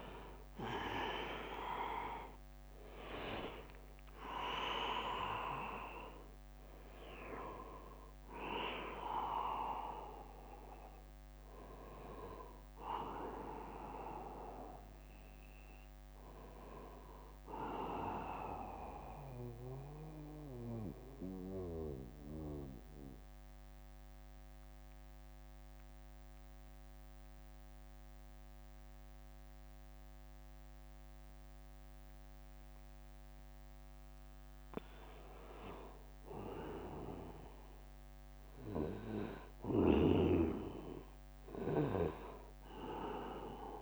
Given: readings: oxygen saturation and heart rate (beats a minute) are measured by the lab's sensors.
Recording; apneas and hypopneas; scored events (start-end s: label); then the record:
breathing in sleep by a microphone on the trachea; 1
0.00-1.00 s: long interval between heartbeats (device-marked, heart rate 66 extreme)
0.00-3.00 s: arousal
2.00-18.00 s: drop in pulse transit time (device-marked, heart rate 67 before, 66 extreme)
2.00-28.00 s: oxygen desaturation (device-marked, oxygen 98% before, 90% lowest, heart rate 67 before, 54 extreme)
4.00-6.00 s: long interval between heartbeats (device-marked, heart rate 68 before, 74 extreme)
14.00-16.00 s: long interval between heartbeats (device-marked, heart rate 70 before, 69 extreme)
19.50-34.50 s: mixed apnea (oxygen 98% before, 90% lowest, heart rate 71 before, 54 extreme, up 15 after)
25.50-27.50 s: long interval between heartbeats (device-marked, heart rate 70 before, 74 extreme)
27.00-37.00 s: bradycardia (device-marked, heart rate 77 before, 54 extreme)
33.00-35.00 s: long interval between heartbeats (device-marked, heart rate 66 before, 55 extreme)
35.50-37.50 s: long interval between heartbeats (device-marked, heart rate 64 before, 56 extreme)
36.00-39.50 s: arousal
40.50-42.50 s: long interval between heartbeats (device-marked, heart rate 62 before, 69 extreme)
From the record:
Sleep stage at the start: N2 (light sleep); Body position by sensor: on the back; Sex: male